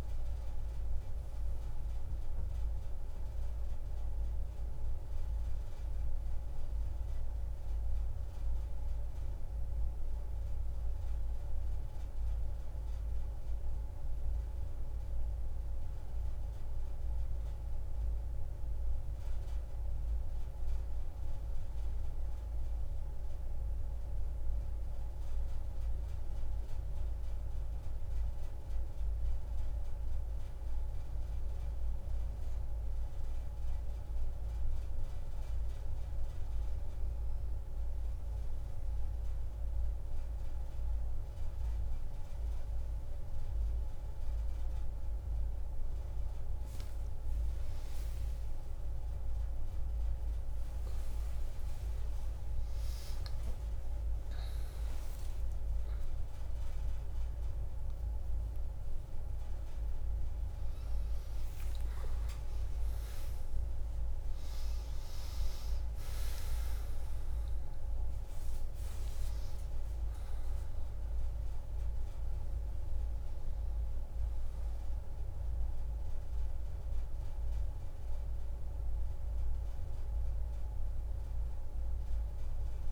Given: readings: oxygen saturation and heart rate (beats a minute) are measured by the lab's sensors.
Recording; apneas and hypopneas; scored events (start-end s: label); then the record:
a person partly awake in a sleep study, hard to hear, by a room microphone; 1
0.00-19.50 s: oxygen desaturation (device-marked, oxygen 85% lowest)
8.50-33.50 s: obstructive apnea (oxygen 95% before, 86% lowest)
30.50-60.50 s: new sleep stage, awake
60.50-82.92 s: new sleep stage, N1 (lightest sleep)
81.50-82.92 s: tachycardia (device-marked, heart rate 30 before, 158 extreme)
From the record:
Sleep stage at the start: N2 (light sleep); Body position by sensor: on the back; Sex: female